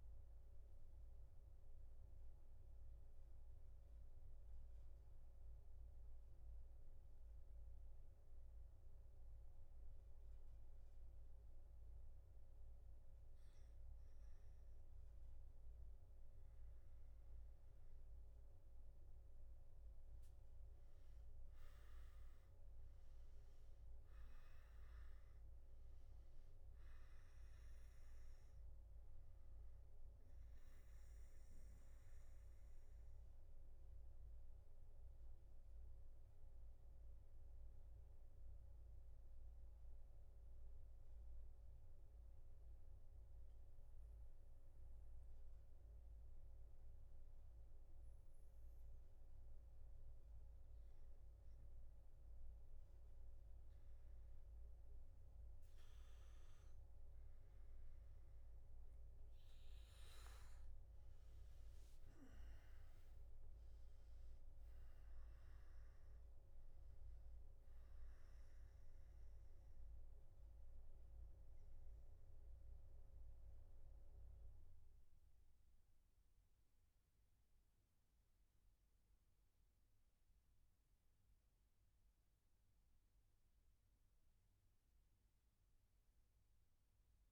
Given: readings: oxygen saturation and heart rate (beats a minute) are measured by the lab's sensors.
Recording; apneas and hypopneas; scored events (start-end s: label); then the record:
breathing in sleep, hard to hear, by a room microphone; none
17.50-45.50 s: oxygen desaturation (device-marked, oxygen 98% before, 93% lowest, heart rate 108 before, 68 extreme)
56.50-82.50 s: oxygen desaturation (device-marked, oxygen 98% before, 94% lowest, heart rate 110 before, 77 extreme)
From the record:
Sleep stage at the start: N3 (deep sleep); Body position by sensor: on the back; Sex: male